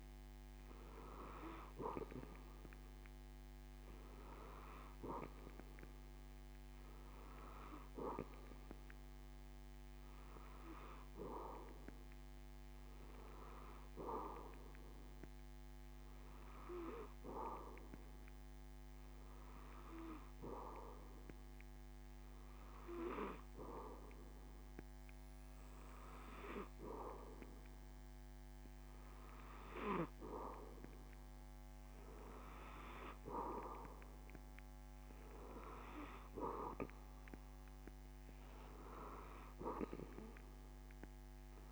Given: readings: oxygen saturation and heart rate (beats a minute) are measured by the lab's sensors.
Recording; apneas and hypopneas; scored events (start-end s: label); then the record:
breathing in sleep by a microphone on the trachea; none
none scored
From the record:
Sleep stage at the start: N2 (light sleep); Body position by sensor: on the back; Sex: male